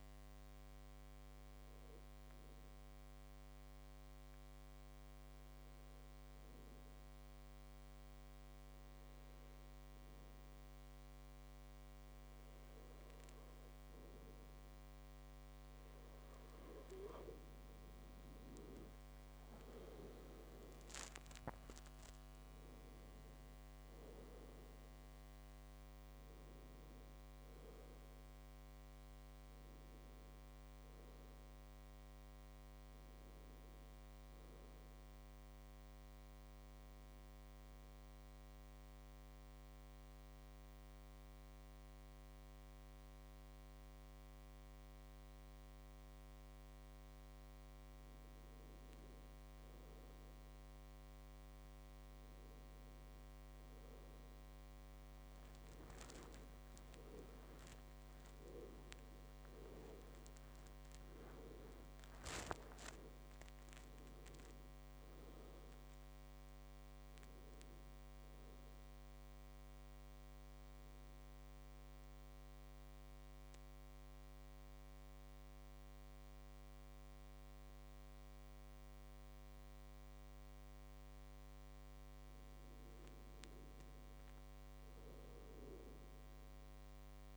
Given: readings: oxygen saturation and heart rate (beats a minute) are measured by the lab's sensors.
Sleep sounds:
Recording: breathing in sleep, hard to hear, by a microphone on the trachea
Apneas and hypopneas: 3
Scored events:
0.50-16.00 s: hypopnea (oxygen 97% before, 92% lowest, heart rate 74 before, 69 extreme, up 9 after)
17.50-22.00 s: arousal
23.00-43.00 s: oxygen desaturation (device-marked, oxygen 97% before, 92% lowest, heart rate 75 before, 69 extreme)
37.50-49.00 s: obstructive apnea (oxygen 97% before, 92% lowest, heart rate 76 before, 69 extreme, up 14 after)
56.00-74.00 s: oxygen desaturation (device-marked, oxygen 98% before, 94% lowest, heart rate 73 before, 72 extreme)
56.50-61.00 s: arousal
72.00-82.00 s: central apnea (oxygen 98% before, 92% lowest, heart rate 87 before, 68 extreme, up 4 after)
86.00-87.37 s: arousal
From the record:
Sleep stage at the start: N2 (light sleep)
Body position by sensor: on the right side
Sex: male

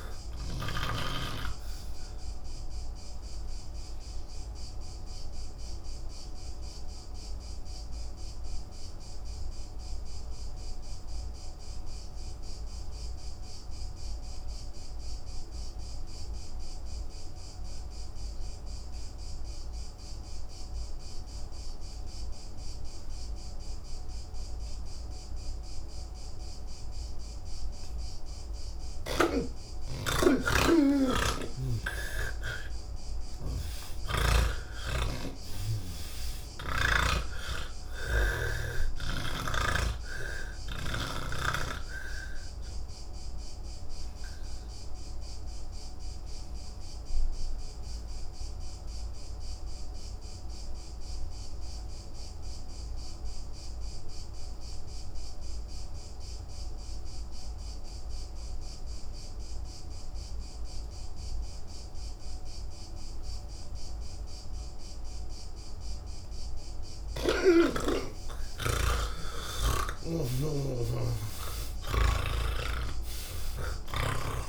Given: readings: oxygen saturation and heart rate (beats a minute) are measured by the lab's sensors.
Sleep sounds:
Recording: breathing in sleep by a room microphone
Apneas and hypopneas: 2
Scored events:
0.00-1.50 s: snoring (device-marked)
0.00-17.50 s: oxygen desaturation (device-marked, oxygen 78% lowest, heart rate 73 extreme)
4.00-27.00 s: obstructive apnea (oxygen 98% before, 78% lowest, heart rate 131 before, 104 extreme)
23.50-55.50 s: oxygen desaturation (device-marked, oxygen 98% before, 79% lowest, heart rate 112 before, 37 extreme)
34.00-37.50 s: snoring (device-marked)
44.00-67.50 s: obstructive apnea (oxygen 98% before, 79% lowest, heart rate 147 before, 37 extreme)
62.50-74.49 s: oxygen desaturation (device-marked, oxygen 97% before, 79% lowest, heart rate 129 before, 77 extreme)
72.00-74.49 s: snoring (device-marked)
73.50-74.49 s: new sleep stage, N1 (lightest sleep)
From the record:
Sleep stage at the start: N3 (deep sleep)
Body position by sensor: on the back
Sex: male

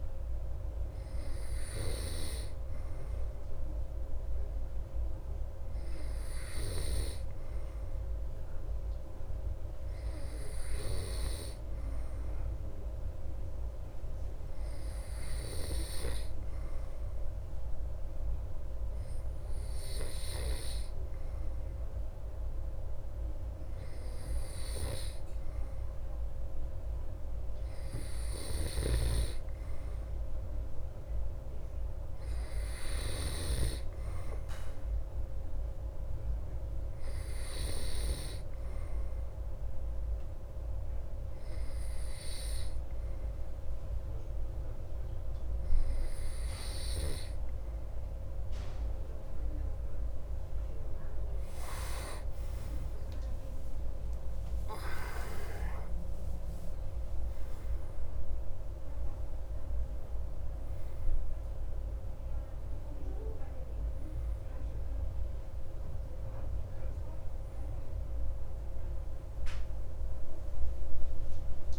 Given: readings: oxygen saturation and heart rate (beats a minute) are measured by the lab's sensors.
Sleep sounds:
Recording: breathing in sleep by a room microphone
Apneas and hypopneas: 1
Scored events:
34.50-47.50 s: hypopnea (oxygen 95% before, 93% lowest)
50.00-53.50 s: arousal
From the record:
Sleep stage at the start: N2 (light sleep)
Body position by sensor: on the back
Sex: male

